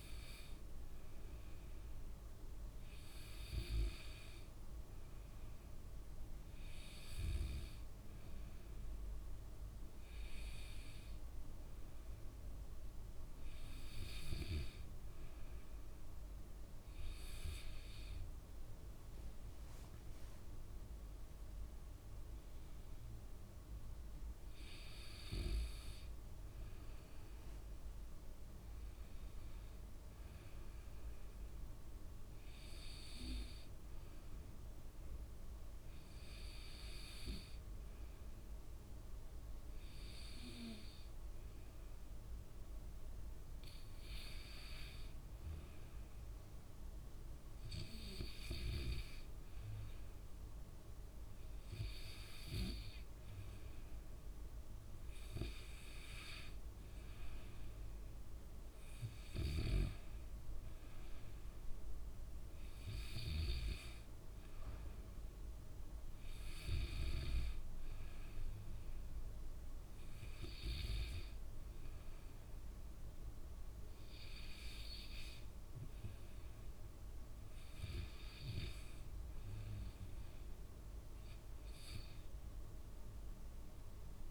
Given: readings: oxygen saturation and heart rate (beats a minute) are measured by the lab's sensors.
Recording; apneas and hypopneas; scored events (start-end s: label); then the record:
breathing in sleep by a room microphone; none
none scored
From the record:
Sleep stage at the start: N2 (light sleep); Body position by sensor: on the back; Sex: male